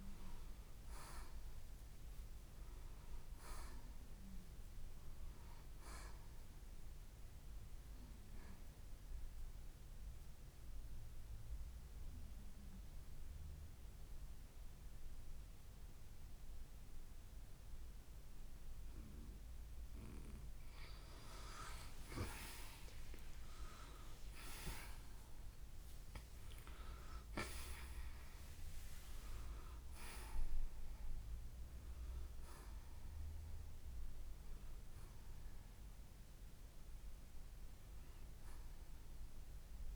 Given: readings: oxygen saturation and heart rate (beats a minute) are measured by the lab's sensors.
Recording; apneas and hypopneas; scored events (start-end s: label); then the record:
breathing in sleep by a room microphone; 1
1.50-5.50 s: arousal
9.50-21.00 s: mixed apnea (oxygen 94% before, 83% lowest, heart rate 64 before, 54 extreme, up 13 after)
10.50-23.50 s: oxygen desaturation (device-marked, oxygen 91% before, 88% lowest, heart rate 64 before, 54 extreme)
23.50-29.00 s: arousal
32.50-39.96 s: oxygen desaturation (device-marked, oxygen 92% before, 83% lowest, heart rate 63 before, 61 extreme)
From the record:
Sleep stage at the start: N2 (light sleep); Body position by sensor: on the right side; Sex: male